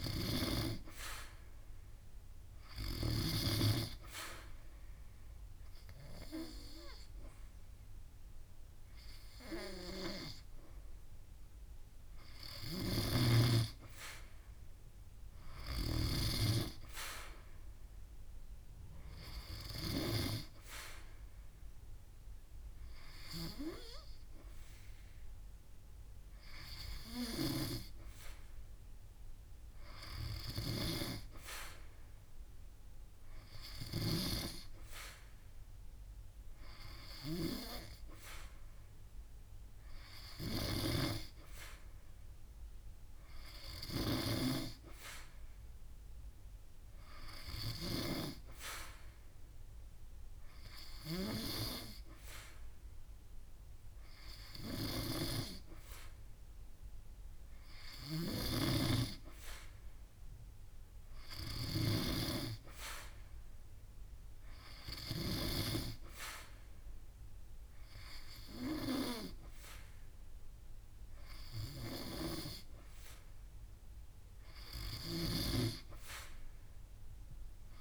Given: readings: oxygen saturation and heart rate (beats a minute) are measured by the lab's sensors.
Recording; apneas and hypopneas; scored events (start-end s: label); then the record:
breathing in sleep by a room microphone; 1
4.50-14.50 s: obstructive apnea (oxygen 95% before, 92% lowest)
16.50-20.00 s: arousal
53.00-55.00 s: long interval between heartbeats (device-marked)
64.50-66.50 s: long interval between heartbeats (device-marked)
From the record:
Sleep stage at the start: N2 (light sleep); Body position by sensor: on the back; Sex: female